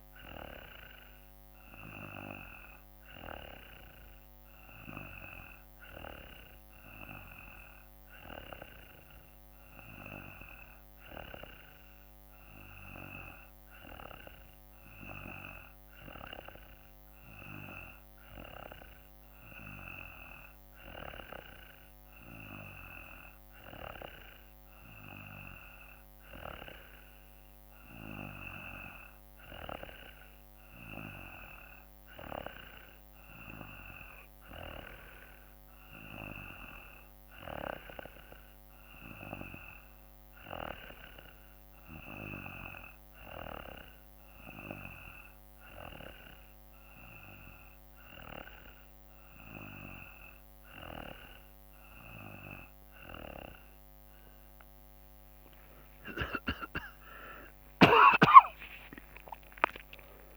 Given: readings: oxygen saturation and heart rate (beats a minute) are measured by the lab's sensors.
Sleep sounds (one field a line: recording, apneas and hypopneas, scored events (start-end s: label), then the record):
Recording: breathing in sleep by a microphone on the trachea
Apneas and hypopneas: none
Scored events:
58.00-60.37 s: tachycardia (device-marked, heart rate 54 before, 152 extreme)
58.50-60.37 s: long interval between heartbeats (device-marked, heart rate 55 before, 77 extreme)
59.00-60.37 s: arousal
From the record:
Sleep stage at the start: N2 (light sleep)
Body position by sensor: on the back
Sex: male